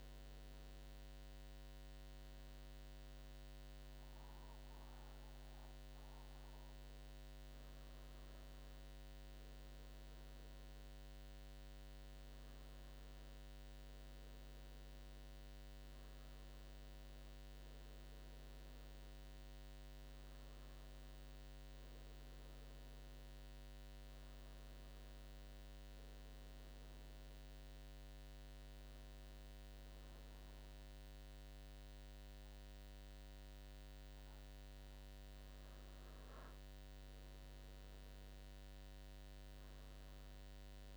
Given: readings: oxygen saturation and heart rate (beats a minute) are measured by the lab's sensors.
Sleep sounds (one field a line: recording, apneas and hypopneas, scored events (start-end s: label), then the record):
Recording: breathing in sleep, hard to hear, by a microphone on the trachea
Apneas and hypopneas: none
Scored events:
2.00-40.97 s: new sleep stage, N2 (light sleep)
36.50-39.50 s: arousal
From the record:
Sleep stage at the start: N1 (lightest sleep)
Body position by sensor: on the right side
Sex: male